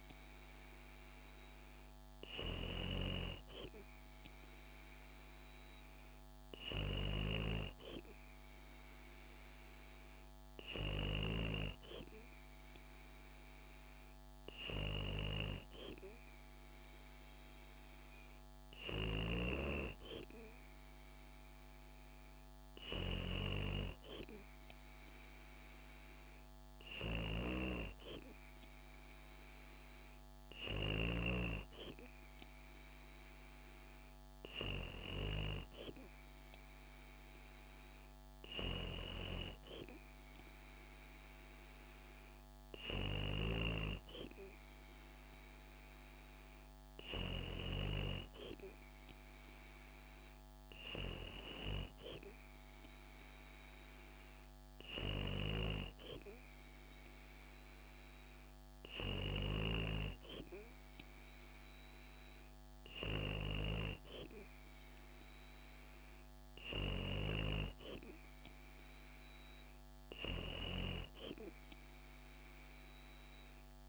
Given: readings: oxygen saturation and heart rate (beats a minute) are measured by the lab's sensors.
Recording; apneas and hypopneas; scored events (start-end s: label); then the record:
breathing in sleep by a microphone on the trachea; none
none scored
From the record:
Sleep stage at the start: N3 (deep sleep); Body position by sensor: on the back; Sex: female